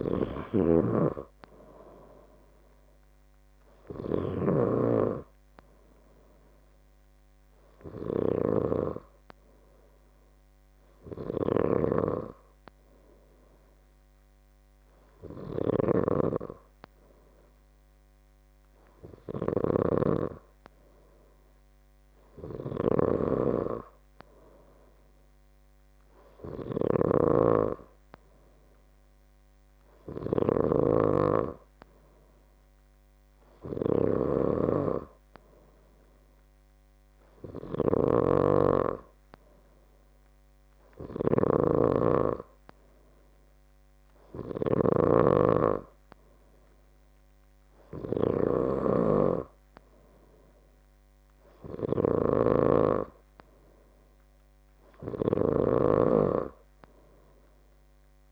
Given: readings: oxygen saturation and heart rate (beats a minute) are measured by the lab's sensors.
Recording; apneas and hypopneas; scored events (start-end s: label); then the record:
breathing in sleep by a microphone on the trachea; none
none scored
From the record:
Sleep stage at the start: N3 (deep sleep); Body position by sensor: on the left side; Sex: male